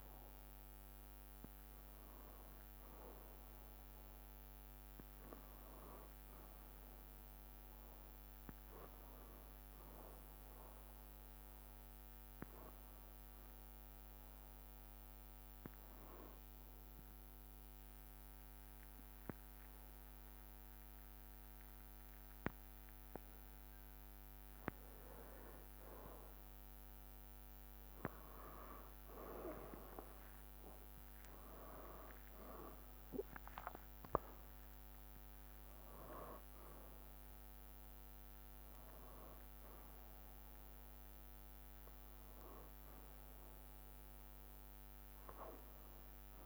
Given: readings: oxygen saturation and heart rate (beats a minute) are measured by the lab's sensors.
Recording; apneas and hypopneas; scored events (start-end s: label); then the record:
breathing in sleep by a microphone on the trachea; 1
1.50-46.46 s: new sleep stage, N2 (light sleep)
16.00-26.00 s: obstructive apnea (oxygen 97% before, 95% lowest, heart rate 64 before, 59 extreme, up 10 after)
19.50-21.50 s: bradycardia (device-marked, heart rate 68 before, 61 extreme)
28.50-33.50 s: arousal
32.50-46.46 s: drop in pulse transit time (device-marked, heart rate 62 before, 63 extreme)
From the record:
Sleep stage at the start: N1 (lightest sleep); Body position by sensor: on the back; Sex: male